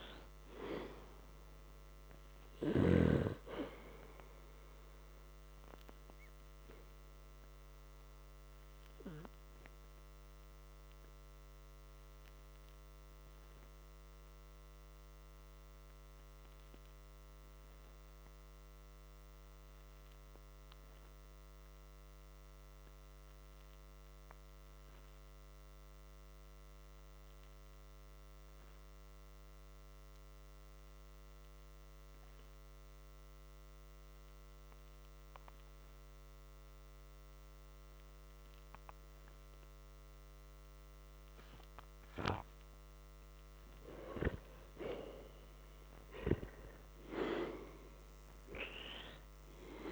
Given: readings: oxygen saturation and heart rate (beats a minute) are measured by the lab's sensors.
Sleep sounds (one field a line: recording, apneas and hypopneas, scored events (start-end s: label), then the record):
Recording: breathing in sleep by a microphone on the trachea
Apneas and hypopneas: 1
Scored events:
7.50-43.50 s: hypopnea (oxygen 98% before, 84% lowest, heart rate 56 before, 48 extreme, up 10 after)
12.50-30.50 s: oxygen desaturation (device-marked, oxygen 97% before, 85% lowest, heart rate 57 before, 48 extreme)
45.50-49.50 s: arousal
From the record:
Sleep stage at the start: N2 (light sleep)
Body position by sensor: on the back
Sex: male